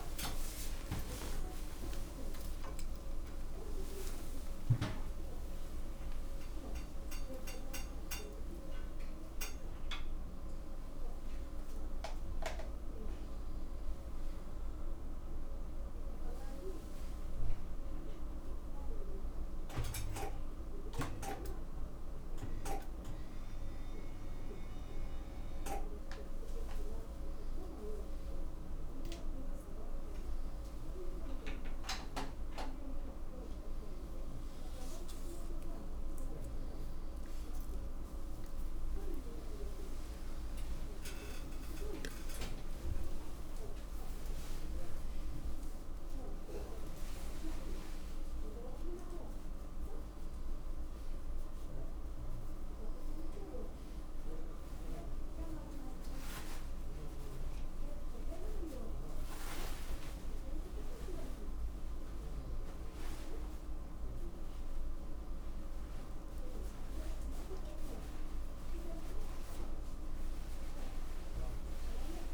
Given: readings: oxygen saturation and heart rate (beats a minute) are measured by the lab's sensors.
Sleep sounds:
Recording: a person awake in a sleep study, by a room microphone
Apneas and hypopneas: none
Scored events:
29.00-35.00 s: oxygen desaturation (device-marked, oxygen 97% before, 92% lowest, heart rate 88 before, 83 extreme)
From the record:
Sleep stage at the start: awake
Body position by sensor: on the back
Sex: male

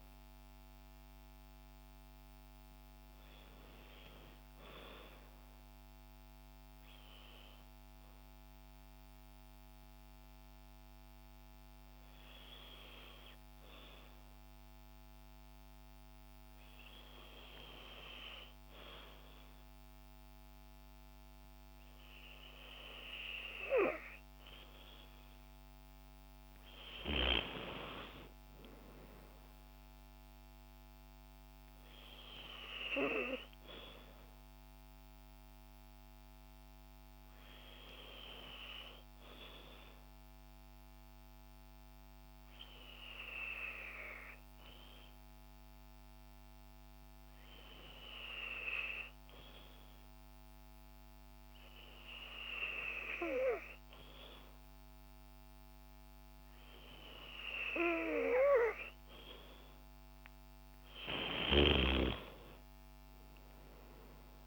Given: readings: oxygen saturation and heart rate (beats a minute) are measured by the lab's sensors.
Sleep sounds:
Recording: breathing in sleep by a microphone on the trachea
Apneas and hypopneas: 2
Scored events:
0.00-14.50 s: oxygen desaturation (device-marked, oxygen 92% lowest, heart rate 53 extreme)
6.50-23.50 s: hypopnea (oxygen 97% before, 92% lowest, heart rate 65 before, 52 extreme, up 10 after)
26.00-30.00 s: arousal
36.00-57.00 s: hypopnea (oxygen 97% before, 92% lowest, heart rate 58 before, 52 extreme, up 19 after)
61.00-64.47 s: arousal
From the record:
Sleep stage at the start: N2 (light sleep)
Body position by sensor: on the back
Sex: female

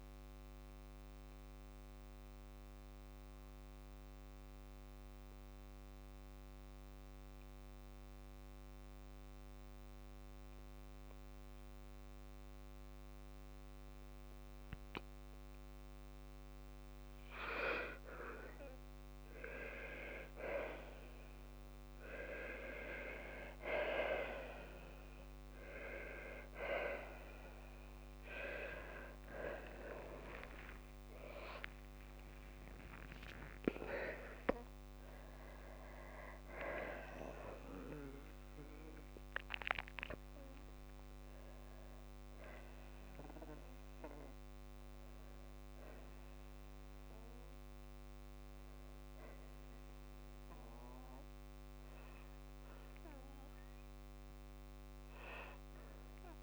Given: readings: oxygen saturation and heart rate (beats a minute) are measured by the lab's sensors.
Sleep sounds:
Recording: breathing in sleep by a microphone on the trachea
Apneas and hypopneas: 1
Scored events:
1.00-17.00 s: obstructive apnea (oxygen 96% before, 94% lowest, heart rate 72 before, 54 extreme, up 17 after)
28.50-33.50 s: arousal
29.50-31.50 s: long interval between heartbeats (device-marked, heart rate 61 before, 71 extreme)
32.50-34.50 s: long interval between heartbeats (device-marked, heart rate 63 before, 86 extreme)
From the record:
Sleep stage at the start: N2 (light sleep)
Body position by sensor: on the back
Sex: female

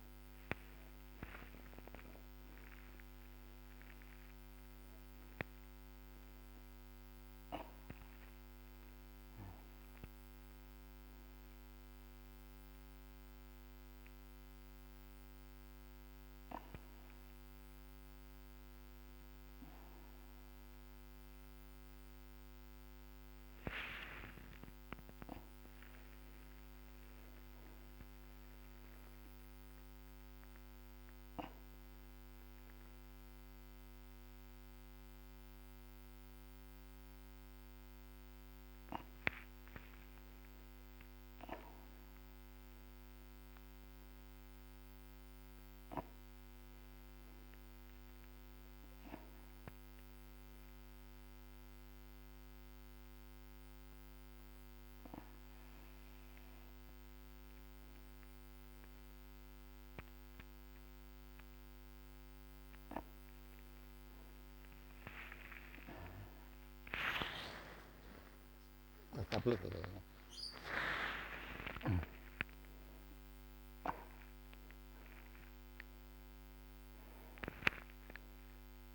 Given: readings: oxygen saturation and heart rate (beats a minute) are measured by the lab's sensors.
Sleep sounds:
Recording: breathing in sleep by a microphone on the trachea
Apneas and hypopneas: 3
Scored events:
0.00-1.50 s: arousal
0.00-20.00 s: oxygen desaturation (device-marked, oxygen 82% lowest)
9.50-20.50 s: hypopnea (oxygen 91% before, 82% lowest)
23.00-27.00 s: arousal
29.00-40.00 s: hypopnea (oxygen 95% before, 86% lowest, heart rate 46 before, 76 extreme, up 3 after)
33.00-45.00 s: oxygen desaturation (device-marked, oxygen 93% before, 88% lowest, heart rate 59 before, 76 extreme)
42.50-47.00 s: arousal
51.50-64.00 s: hypopnea (oxygen 95% before, 86% lowest, heart rate 94 before, 76 extreme, up 60 after)
53.00-65.00 s: oxygen desaturation (device-marked, oxygen 91% before, 87% lowest, heart rate 92 before, 79 extreme)
66.50-72.00 s: arousal
71.00-78.95 s: oxygen desaturation (device-marked, oxygen 90% before, 86% lowest)
From the record:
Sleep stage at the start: N2 (light sleep)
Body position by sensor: on the back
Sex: male

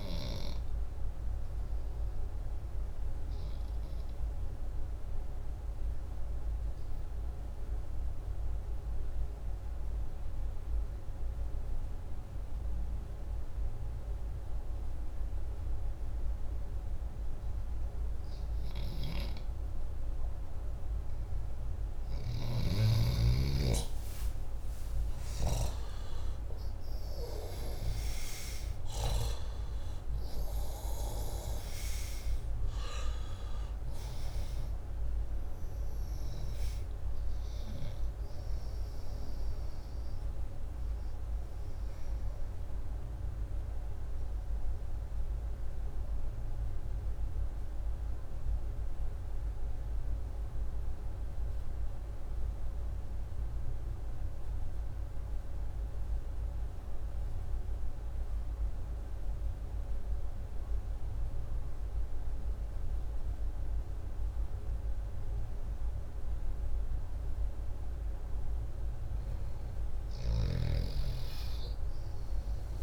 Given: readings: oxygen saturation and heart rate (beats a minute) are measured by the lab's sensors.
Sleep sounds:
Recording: breathing in sleep by a room microphone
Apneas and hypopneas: 2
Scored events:
0.50-21.00 s: obstructive apnea (oxygen 93% before, 86% lowest)
23.50-29.50 s: arousal
40.00-68.50 s: hypopnea (oxygen 92% before, 86% lowest, heart rate 102 before, 129 extreme, up 17 after)
43.50-50.50 s: oxygen desaturation (device-marked, oxygen 91% before, 86% lowest, heart rate 94 before, 129 extreme)
66.50-72.83 s: oxygen desaturation (device-marked, oxygen 95% before, 88% lowest, heart rate 157 before, 107 extreme)
70.50-72.83 s: arousal
From the record:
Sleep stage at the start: N2 (light sleep)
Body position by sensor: upright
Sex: male

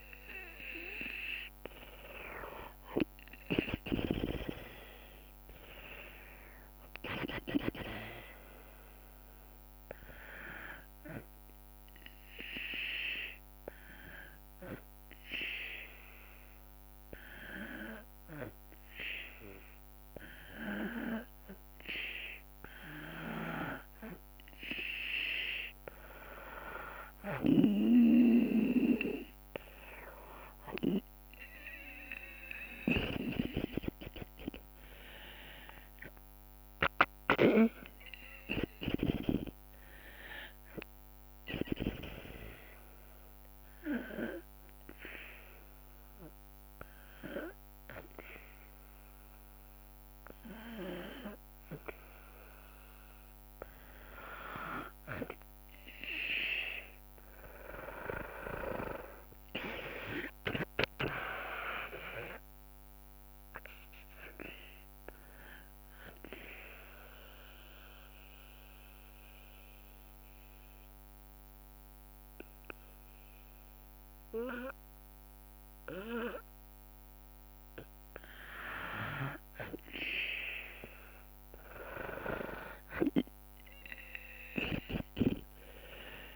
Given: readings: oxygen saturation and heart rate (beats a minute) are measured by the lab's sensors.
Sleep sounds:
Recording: breathing in sleep by a microphone on the trachea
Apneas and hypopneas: 3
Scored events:
0.00-2.50 s: arousal
3.00-14.00 s: drop in pulse transit time (device-marked, heart rate 70 before, 72 extreme)
10.50-22.00 s: obstructive apnea (oxygen 96% before, 91% lowest, heart rate 74 before, 63 extreme, up 5 after)
26.50-31.50 s: arousal
35.00-46.00 s: drop in pulse transit time (device-marked, heart rate 67 before, 67 extreme)
42.00-54.00 s: obstructive apnea (oxygen 97% before, 91% lowest, heart rate 70 before, 62 extreme, up 16 after)
56.50-59.50 s: arousal
59.00-71.00 s: drop in pulse transit time (device-marked, heart rate 69 before, 65 extreme)
59.00-77.00 s: oxygen desaturation (device-marked, oxygen 97% before, 91% lowest, heart rate 69 before, 55 extreme)
65.50-78.00 s: mixed apnea (oxygen 97% before, 91% lowest, heart rate 71 before, 55 extreme, up 4 after)
82.00-86.00 s: arousal
83.00-86.36 s: oxygen desaturation (device-marked, oxygen 98% before, 92% lowest, heart rate 68 before, 55 extreme)
85.00-86.36 s: drop in pulse transit time (device-marked, heart rate 67 before, 58 extreme)
From the record:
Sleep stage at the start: N2 (light sleep)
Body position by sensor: on the back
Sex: female

